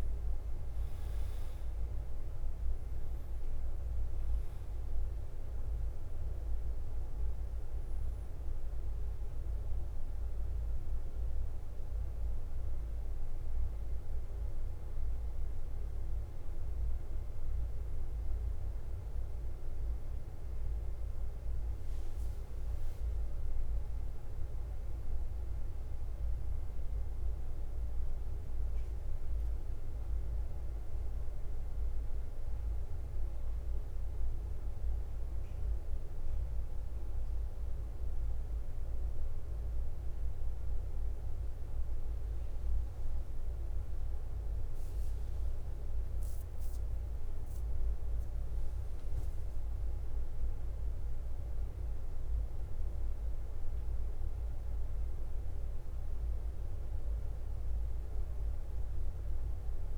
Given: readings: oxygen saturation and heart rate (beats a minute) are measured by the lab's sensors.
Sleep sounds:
breathing in sleep, hard to hear, by a room microphone; none
0.00-1.50 s: arousal
0.00-59.98 s: bradycardia (device-marked, heart rate 45 extreme)
47.00-51.00 s: arousal
From the record:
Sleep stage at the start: N2 (light sleep); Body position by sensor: on the back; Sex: male

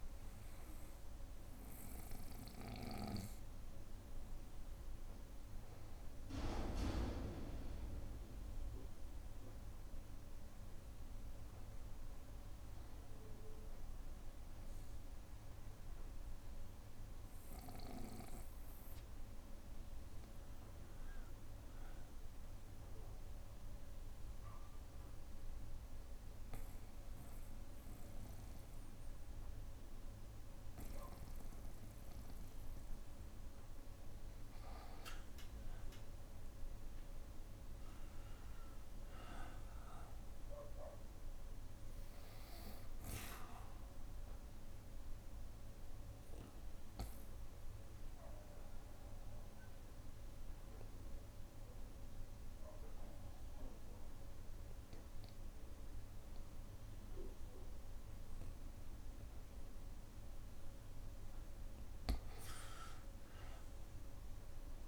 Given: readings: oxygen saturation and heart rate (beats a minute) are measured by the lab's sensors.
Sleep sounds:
breathing in sleep by a room microphone; 2
0.00-8.00 s: oxygen desaturation (device-marked, oxygen 91% lowest, heart rate 60 extreme)
15.50-19.50 s: arousal
22.50-33.50 s: obstructive apnea (oxygen 98% before, 93% lowest, heart rate 61 before, 61 extreme, up 3 after)
35.50-40.00 s: arousal
45.50-60.50 s: obstructive apnea (oxygen 98% before, 88% lowest, heart rate 62 before, 60 extreme, up 2 after)
62.50-64.88 s: arousal
From the record:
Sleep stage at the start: N2 (light sleep); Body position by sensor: on the back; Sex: male

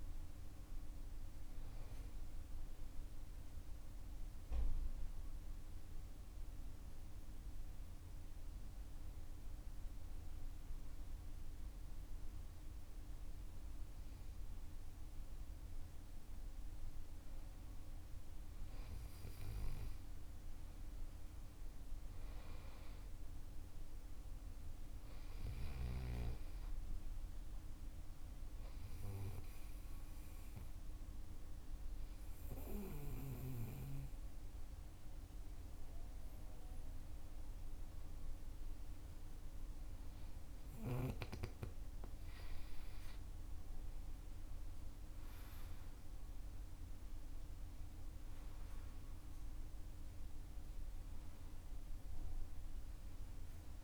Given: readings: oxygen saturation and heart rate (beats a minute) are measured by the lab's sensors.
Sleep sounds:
breathing in sleep by a room microphone; 2
3.00-53.84 s: new sleep stage, N2 (light sleep)
6.00-17.00 s: hypopnea (oxygen 97% before, 93% lowest, heart rate 58 before, 52 extreme, up 12 after)
19.50-24.00 s: arousal
29.00-40.50 s: obstructive apnea (oxygen 97% before, 93% lowest, heart rate 58 before, 51 extreme, up 15 after)
44.50-51.50 s: arousal
From the record:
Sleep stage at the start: N1 (lightest sleep); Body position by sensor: on the back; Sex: male

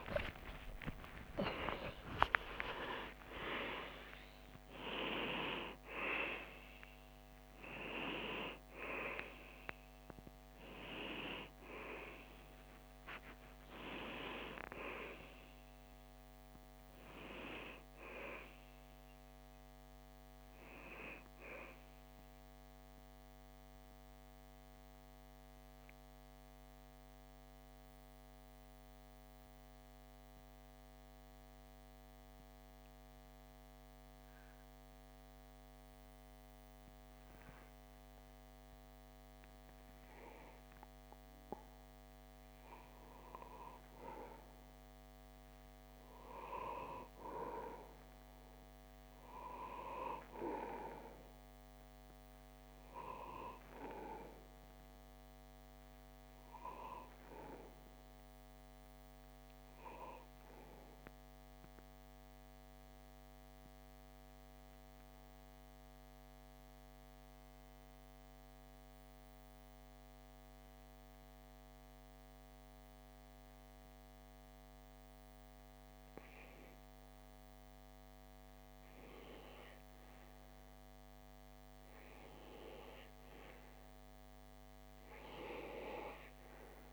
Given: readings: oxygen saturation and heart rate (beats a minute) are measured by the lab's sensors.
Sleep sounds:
breathing in sleep by a microphone on the trachea; 2
0.00-1.50 s: arousal
0.00-16.00 s: oxygen desaturation (device-marked, oxygen 88% lowest)
22.00-39.00 s: central apnea (oxygen 93% before, 92% lowest, heart rate 80 before, 61 extreme, up 1 after)
42.00-46.50 s: arousal
47.00-63.00 s: oxygen desaturation (device-marked, oxygen 98% before, 94% lowest, heart rate 64 before, 61 extreme)
57.50-82.00 s: obstructive apnea (oxygen 98% before, 91% lowest, heart rate 64 before, 29 extreme, up 1 after)
83.00-86.93 s: oxygen desaturation (device-marked, oxygen 97% before, 91% lowest, heart rate 61 before, 26 extreme)
From the record:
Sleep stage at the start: N2 (light sleep); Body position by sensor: on the back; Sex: male

